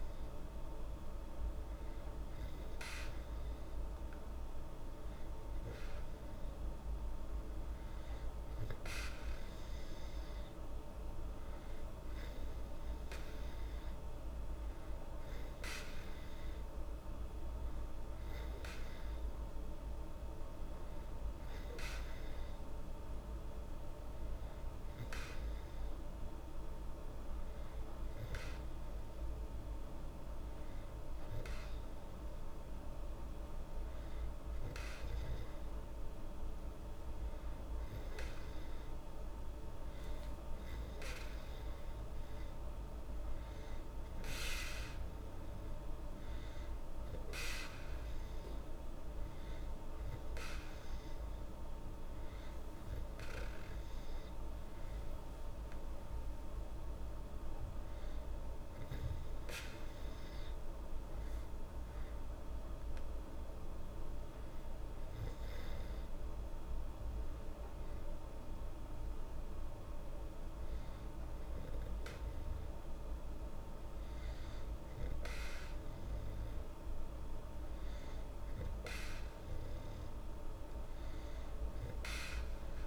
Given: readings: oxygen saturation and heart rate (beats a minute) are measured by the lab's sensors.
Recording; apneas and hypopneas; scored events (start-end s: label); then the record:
breathing in sleep, hard to hear, by a room microphone; 1
65.00-77.50 s: hypopnea (oxygen 97% before, 94% lowest, heart rate 77 before, 73 extreme, up 3 after)
From the record:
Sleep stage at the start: N2 (light sleep); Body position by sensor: on the back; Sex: female